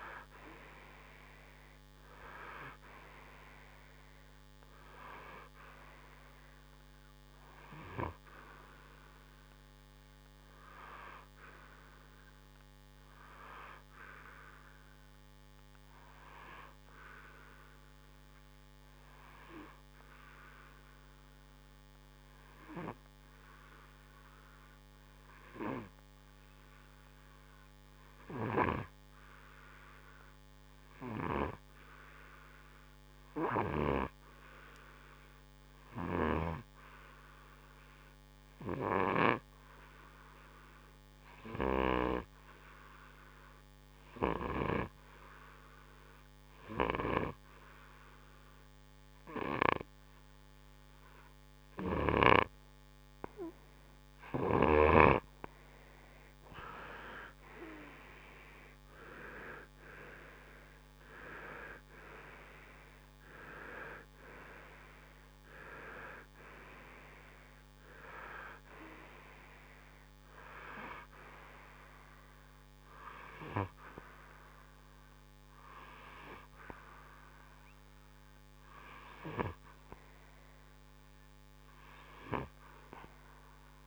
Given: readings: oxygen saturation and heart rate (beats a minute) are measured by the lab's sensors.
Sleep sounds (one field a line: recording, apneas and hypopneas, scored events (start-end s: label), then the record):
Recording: breathing in sleep by a microphone on the trachea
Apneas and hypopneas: 1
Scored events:
6.50-26.50 s: oxygen desaturation (device-marked, oxygen 95% before, 90% lowest, heart rate 67 before, 55 extreme)
20.00-51.50 s: obstructive apnea (oxygen 96% before, 90% lowest, heart rate 62 before, 55 extreme, up 10 after)
48.50-71.50 s: oxygen desaturation (device-marked, oxygen 96% before, 90% lowest, heart rate 60 before, 58 extreme)
57.00-61.50 s: arousal
From the record:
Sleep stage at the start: N2 (light sleep)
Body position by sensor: on the right side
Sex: male